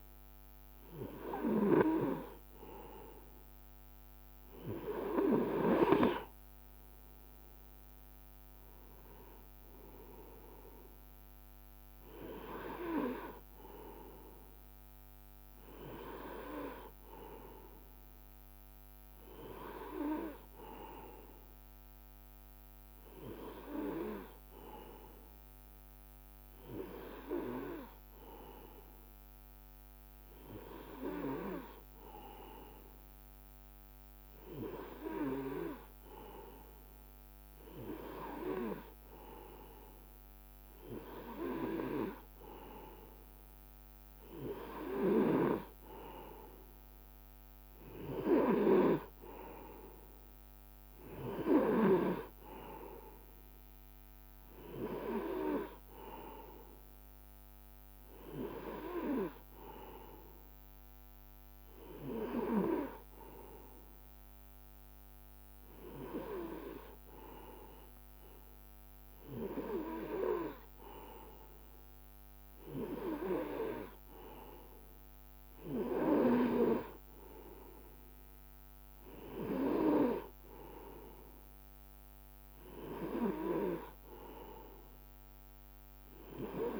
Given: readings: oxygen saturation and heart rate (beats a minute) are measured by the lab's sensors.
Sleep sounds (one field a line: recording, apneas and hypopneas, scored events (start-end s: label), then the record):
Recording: breathing in sleep by a microphone on the trachea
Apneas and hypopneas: none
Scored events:
none scored
From the record:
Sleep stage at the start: N2 (light sleep)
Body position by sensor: on the right side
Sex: male